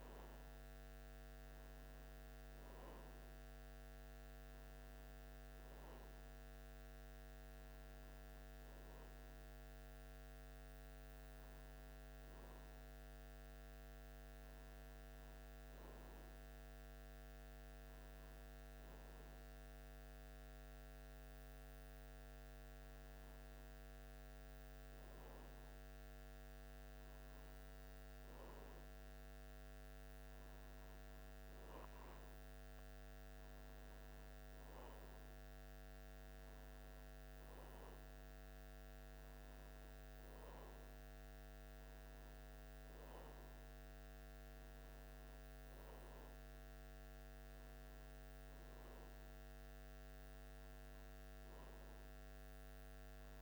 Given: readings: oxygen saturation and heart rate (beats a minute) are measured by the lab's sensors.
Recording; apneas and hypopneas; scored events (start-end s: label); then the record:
breathing in sleep, hard to hear, by a microphone on the trachea; none
none scored
From the record:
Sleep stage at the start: N1 (lightest sleep); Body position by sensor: on the back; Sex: male